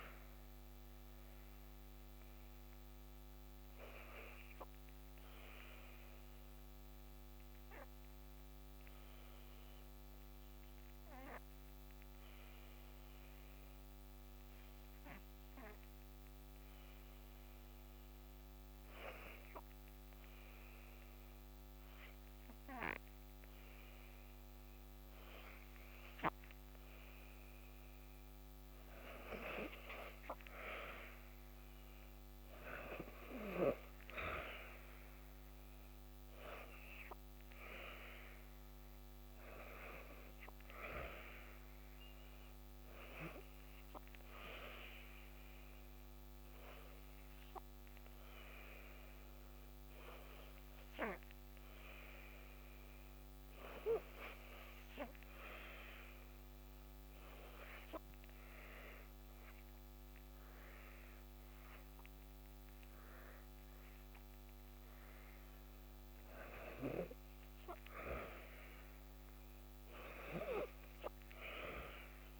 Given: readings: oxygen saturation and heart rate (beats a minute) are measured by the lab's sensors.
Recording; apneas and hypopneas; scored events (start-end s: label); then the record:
breathing in sleep by a microphone on the trachea; 2
0.00-17.50 s: oxygen desaturation (device-marked, oxygen 92% lowest, heart rate 55 extreme)
1.00-26.50 s: obstructive apnea (oxygen 96% before, 89% lowest, heart rate 57 before, 55 extreme, up 1 after)
30.50-34.00 s: arousal
35.50-59.50 s: oxygen desaturation (device-marked, oxygen 96% before, 90% lowest, heart rate 57 before, 57 extreme)
45.00-63.50 s: hypopnea (oxygen 96% before, 89% lowest, heart rate 58 before, 58 extreme, up 3 after)
65.00-70.00 s: arousal
From the record:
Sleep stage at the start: N2 (light sleep); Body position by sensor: on the back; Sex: female